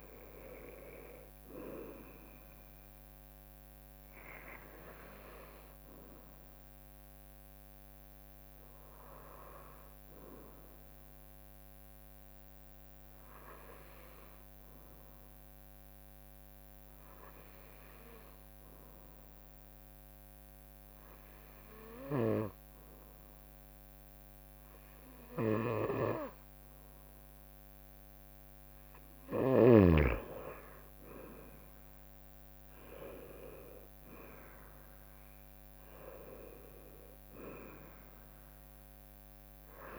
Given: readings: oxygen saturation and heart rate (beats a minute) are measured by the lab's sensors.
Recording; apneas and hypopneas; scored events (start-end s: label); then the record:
breathing in sleep by a microphone on the trachea; 1
12.50-27.50 s: hypopnea (oxygen 94% before, 91% lowest, heart rate 64 before, 62 extreme, up 5 after)
28.00-39.99 s: oxygen desaturation (device-marked, oxygen 94% before, 91% lowest, heart rate 64 before, 62 extreme)
32.00-35.50 s: arousal
From the record:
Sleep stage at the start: N2 (light sleep); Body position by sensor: on the right side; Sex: female